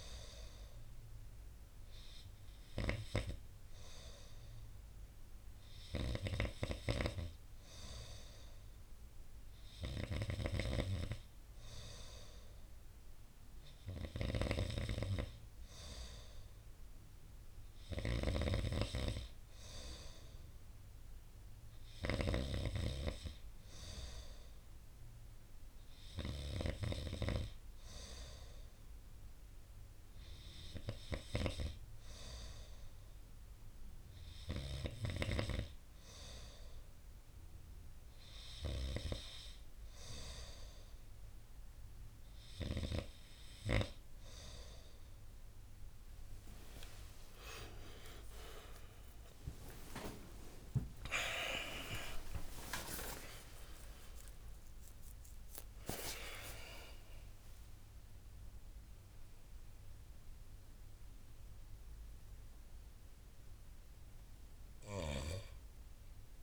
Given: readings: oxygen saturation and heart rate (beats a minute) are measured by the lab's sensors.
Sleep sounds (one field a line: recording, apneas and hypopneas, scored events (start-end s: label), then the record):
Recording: breathing in sleep by a room microphone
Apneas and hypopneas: none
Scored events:
45.50-66.43 s: tachycardia (device-marked)
47.50-55.00 s: arousal
49.00-51.00 s: long interval between heartbeats (device-marked)
52.50-54.50 s: long interval between heartbeats (device-marked)
From the record:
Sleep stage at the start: N2 (light sleep)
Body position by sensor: on the right side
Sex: male